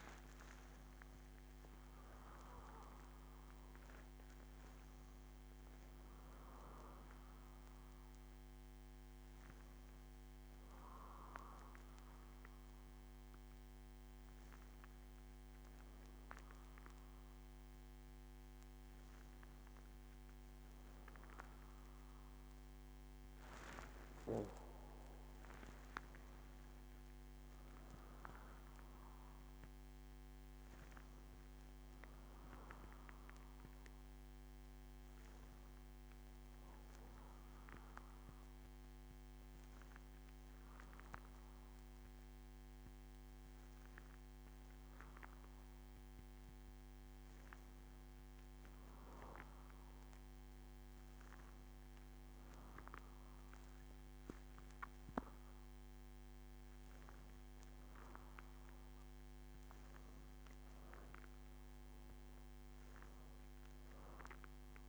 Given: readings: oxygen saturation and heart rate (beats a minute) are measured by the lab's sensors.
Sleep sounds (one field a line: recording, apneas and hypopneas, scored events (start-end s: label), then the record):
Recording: breathing in sleep by a microphone on the trachea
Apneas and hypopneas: none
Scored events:
0.00-1.50 s: arousal
0.00-1.50 s: long interval between heartbeats (device-marked, heart rate 131 extreme)
From the record:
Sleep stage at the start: N2 (light sleep)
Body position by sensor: on the back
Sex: female